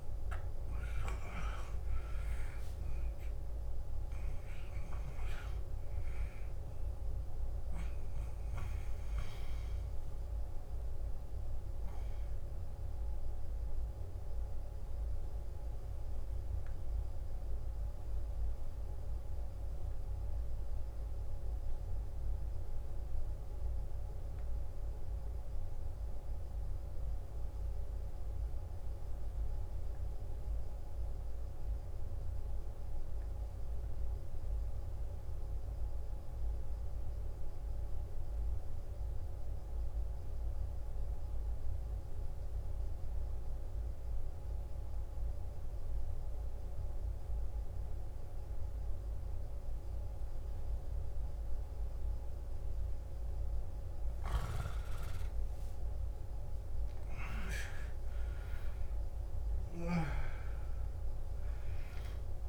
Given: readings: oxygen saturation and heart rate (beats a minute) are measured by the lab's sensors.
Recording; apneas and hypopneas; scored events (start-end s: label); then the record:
breathing in sleep, hard to hear, by a room microphone; 1
0.00-7.50 s: oxygen desaturation (device-marked, oxygen 92% lowest, heart rate 53 extreme)
11.50-26.50 s: oxygen desaturation (device-marked, oxygen 96% before, 90% lowest, heart rate 63 before, 53 extreme)
12.00-53.00 s: obstructive apnea (oxygen 97% before, 89% lowest, heart rate 63 before, 53 extreme, up 13 after)
42.50-62.49 s: oxygen desaturation (device-marked, oxygen 98% before, 89% lowest, heart rate 55 before, 53 extreme)
54.50-58.00 s: arousal
From the record:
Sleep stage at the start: N2 (light sleep); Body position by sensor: on the back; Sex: male